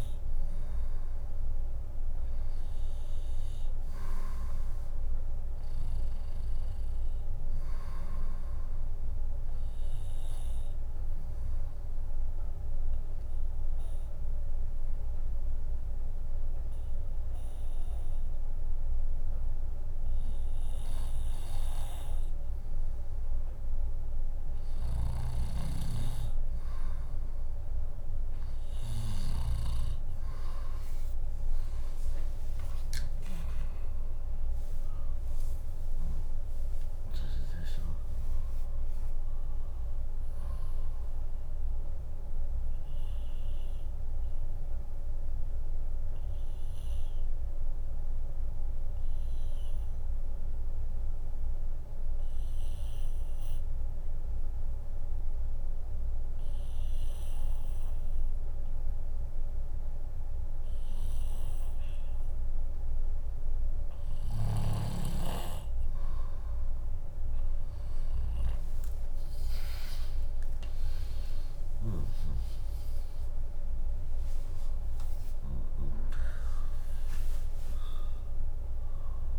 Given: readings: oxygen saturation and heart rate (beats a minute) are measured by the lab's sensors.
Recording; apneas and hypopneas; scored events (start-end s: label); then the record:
breathing in sleep by a room microphone; 2
8.50-20.50 s: drop in pulse transit time (device-marked, heart rate 63 before, 69 extreme)
11.00-23.00 s: obstructive apnea (oxygen 97% before, 96% lowest, heart rate 64 before, 59 extreme)
21.50-23.50 s: bradycardia (device-marked, heart rate 73 before, 66 extreme)
24.50-29.50 s: snoring (device-marked)
32.00-37.00 s: arousal
32.50-43.50 s: drop in pulse transit time (device-marked, heart rate 71 before, 67 extreme)
42.50-64.50 s: obstructive apnea (oxygen 98% before, 96% lowest, heart rate 71 before, 60 extreme, up 9 after)
43.50-45.50 s: bradycardia (device-marked, heart rate 73 before, 66 extreme)
71.00-76.00 s: arousal
71.50-79.39 s: drop in pulse transit time (device-marked, heart rate 61 before, 70 extreme)
From the record:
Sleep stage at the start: N2 (light sleep); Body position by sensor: on the left side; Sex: female